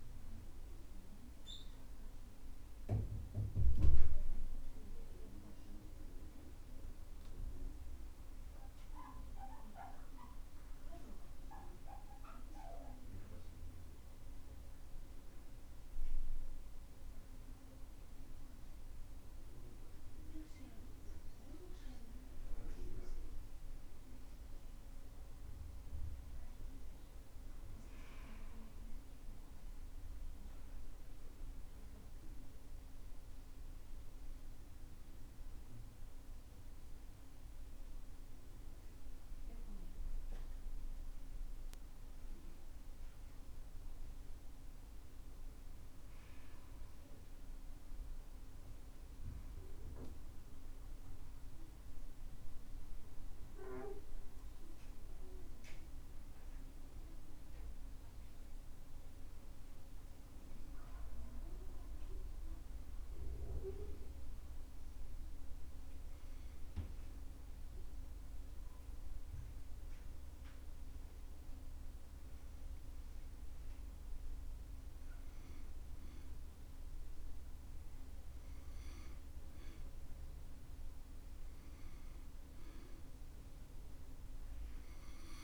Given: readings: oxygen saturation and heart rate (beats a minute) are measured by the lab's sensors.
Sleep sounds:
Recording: breathing in sleep by a room microphone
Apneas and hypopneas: 1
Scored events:
23.00-27.00 s: arousal
58.50-62.00 s: arousal
65.50-77.50 s: hypopnea (oxygen 94% before, 91% lowest, heart rate 70 before, 67 extreme, up 6 after)
79.50-84.50 s: arousal
From the record:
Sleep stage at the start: N2 (light sleep)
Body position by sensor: on the back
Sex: male

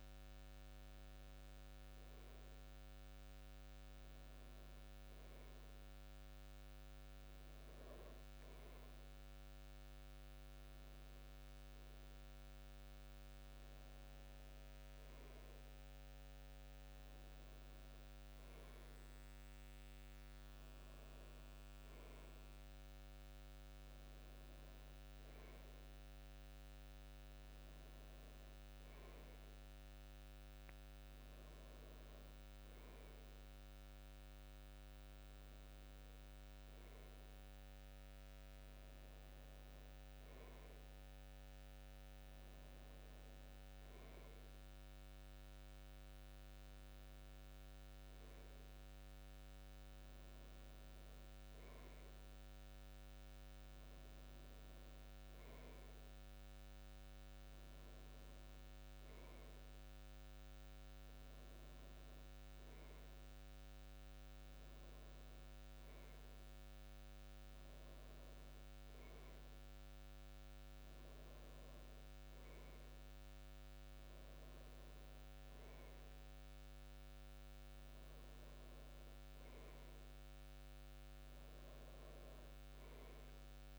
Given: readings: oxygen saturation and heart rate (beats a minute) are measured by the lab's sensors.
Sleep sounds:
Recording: breathing in sleep, hard to hear, by a microphone on the trachea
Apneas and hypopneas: none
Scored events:
6.50-8.50 s: long interval between heartbeats (device-marked, heart rate 83 before, 91 extreme)
From the record:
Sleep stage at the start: N2 (light sleep)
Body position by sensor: on the back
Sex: male

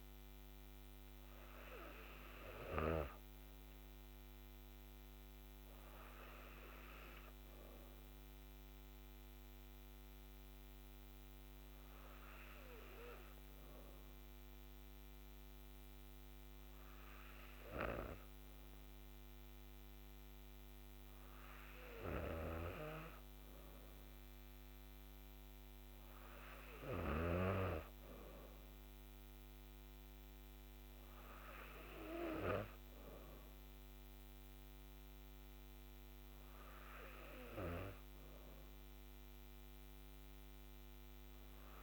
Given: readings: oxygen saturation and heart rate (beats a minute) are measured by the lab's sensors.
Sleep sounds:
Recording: breathing in sleep by a microphone on the trachea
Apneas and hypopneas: none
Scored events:
0.00-3.00 s: arousal
6.00-19.00 s: oxygen desaturation (device-marked, oxygen 98% before, 94% lowest, heart rate 60 before, 54 extreme)
From the record:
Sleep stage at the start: N2 (light sleep)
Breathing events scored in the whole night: 86 in 5.5 hours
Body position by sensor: on the back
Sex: female

